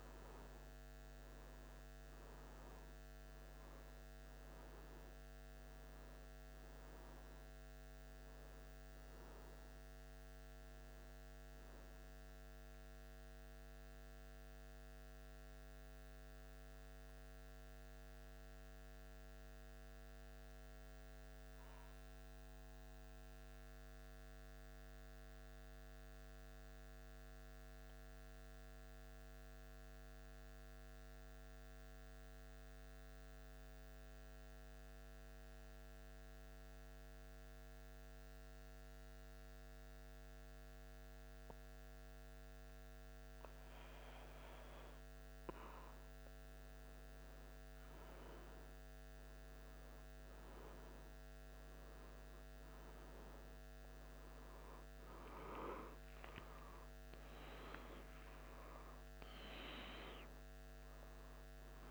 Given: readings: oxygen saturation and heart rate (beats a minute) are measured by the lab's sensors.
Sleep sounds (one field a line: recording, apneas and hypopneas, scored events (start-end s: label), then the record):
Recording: breathing in sleep, hard to hear, by a microphone on the trachea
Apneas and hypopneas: 1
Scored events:
16.00-44.50 s: mixed apnea (oxygen 98% before, 88% lowest, heart rate 77 before, 76 extreme, up 0 after)
34.50-61.91 s: oxygen desaturation (device-marked, oxygen 97% before, 88% lowest, heart rate 76 before, 74 extreme)
46.50-50.50 s: arousal
51.50-61.91 s: new sleep stage, N1 (lightest sleep)
From the record:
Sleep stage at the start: N2 (light sleep)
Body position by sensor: on the back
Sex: male